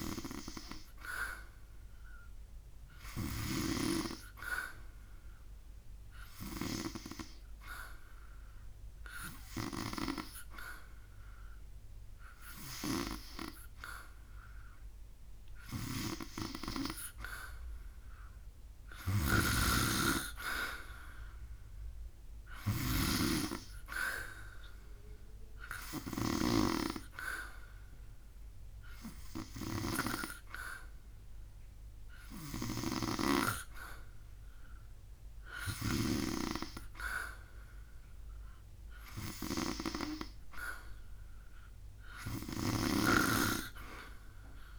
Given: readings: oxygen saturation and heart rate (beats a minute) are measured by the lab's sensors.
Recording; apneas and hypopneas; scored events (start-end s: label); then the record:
breathing in sleep by a room microphone; none
18.50-35.50 s: snoring (device-marked)
From the record:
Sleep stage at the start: N2 (light sleep); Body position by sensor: on the back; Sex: male